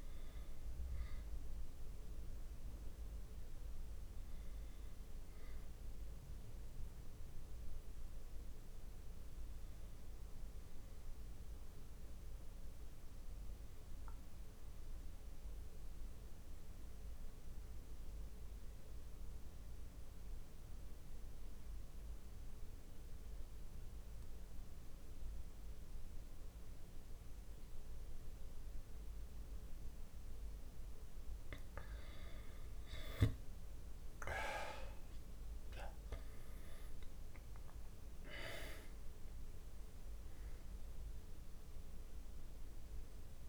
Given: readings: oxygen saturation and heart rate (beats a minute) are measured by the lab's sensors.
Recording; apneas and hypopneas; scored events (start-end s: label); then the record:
breathing in sleep, hard to hear, by a room microphone; 1
0.00-17.50 s: oxygen desaturation (device-marked, oxygen 91% lowest)
15.00-31.50 s: mixed apnea (oxygen 97% before, 94% lowest)
34.00-37.50 s: arousal
39.50-43.49 s: oxygen desaturation (device-marked, oxygen 99% before, 94% lowest)
From the record:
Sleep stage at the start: N2 (light sleep); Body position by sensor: on the back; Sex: male